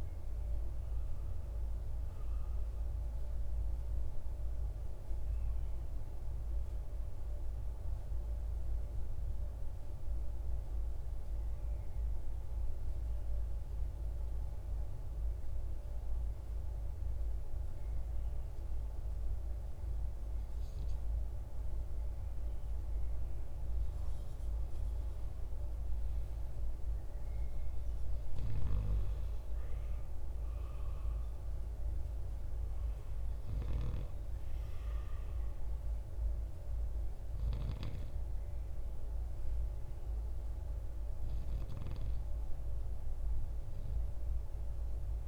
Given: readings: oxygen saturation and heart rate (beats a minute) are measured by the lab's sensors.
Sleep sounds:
breathing in sleep, hard to hear, by a room microphone; 1
0.00-13.50 s: oxygen desaturation (device-marked, oxygen 94% lowest, heart rate 52 extreme)
7.00-21.50 s: obstructive apnea (oxygen 97% before, 90% lowest, heart rate 62 before, 52 extreme, up 7 after)
24.00-28.50 s: arousal
From the record:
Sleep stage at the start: N2 (light sleep); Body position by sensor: on the right side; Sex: male

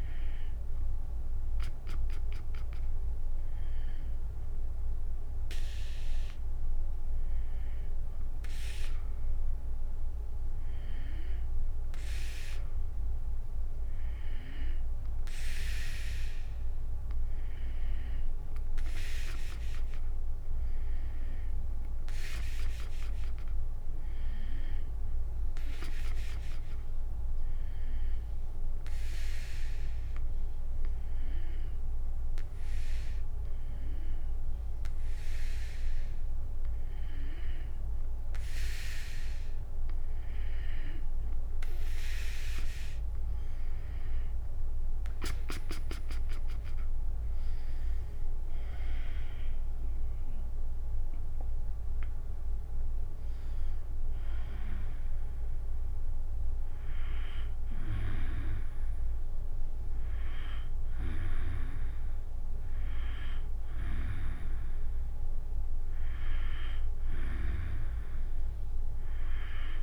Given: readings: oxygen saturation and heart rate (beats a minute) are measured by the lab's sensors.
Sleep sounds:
breathing in sleep by a room microphone; 1
0.00-5.00 s: tachycardia (device-marked, heart rate 152 extreme)
16.00-29.00 s: tachycardia (device-marked, heart rate 94 before, 147 extreme)
27.50-39.00 s: hypopnea (oxygen 96% before, 92% lowest, heart rate 102 before, 80 extreme, up 36 after)
39.00-51.00 s: tachycardia (device-marked, heart rate 95 before, 137 extreme)
39.50-43.50 s: arousal
47.00-59.00 s: drop in pulse transit time (device-marked, heart rate 102 before, 87 extreme)
From the record:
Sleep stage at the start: N2 (light sleep); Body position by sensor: on the back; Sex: female

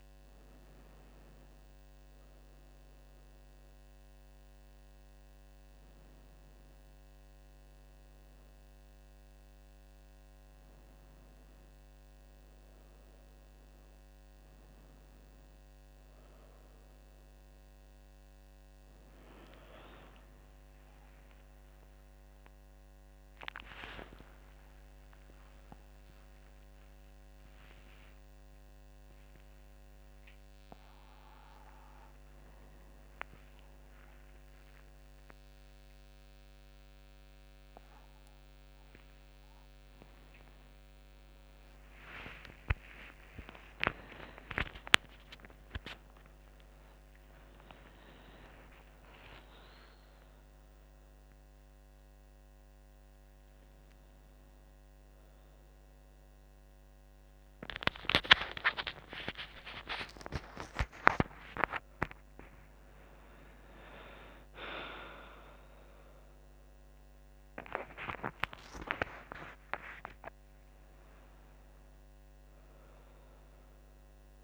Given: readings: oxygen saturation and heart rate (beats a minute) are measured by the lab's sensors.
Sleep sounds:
a person awake in a sleep study, by a microphone on the trachea; none
24.50-74.44 s: new sleep stage, awake
26.50-28.50 s: long interval between heartbeats (device-marked, heart rate 63 before, 69 extreme)
47.50-49.50 s: long interval between heartbeats (device-marked, heart rate 69 before, 83 extreme)
From the record:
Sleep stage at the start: N1 (lightest sleep); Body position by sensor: on the back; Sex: female

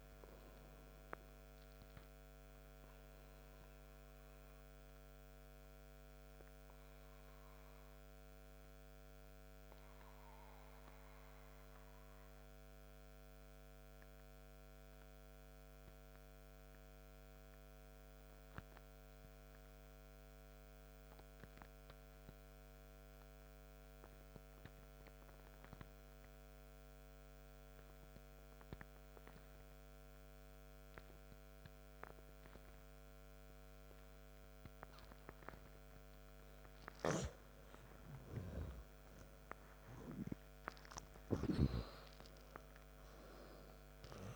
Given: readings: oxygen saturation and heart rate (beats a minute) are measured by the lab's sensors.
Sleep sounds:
breathing in sleep by a microphone on the trachea; 1
2.50-36.50 s: mixed apnea (oxygen 99% before, 83% lowest, heart rate 64 before, 53 extreme, up 30 after)
3.50-27.50 s: oxygen desaturation (device-marked, oxygen 98% before, 86% lowest, heart rate 65 before, 53 extreme)
37.50-42.00 s: arousal
From the record:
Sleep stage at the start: N2 (light sleep); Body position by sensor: on the right side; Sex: male

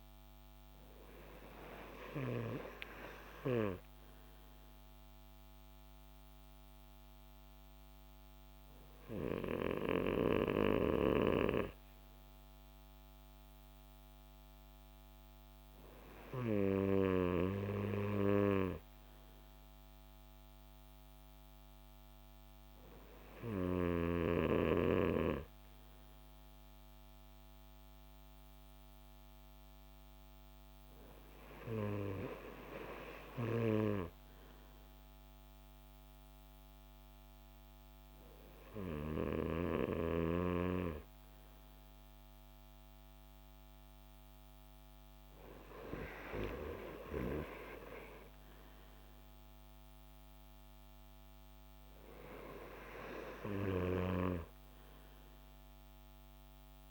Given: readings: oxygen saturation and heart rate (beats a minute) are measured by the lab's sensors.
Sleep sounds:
breathing in sleep by a microphone on the trachea; none
none scored
From the record:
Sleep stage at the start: N2 (light sleep); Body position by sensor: on the back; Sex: male

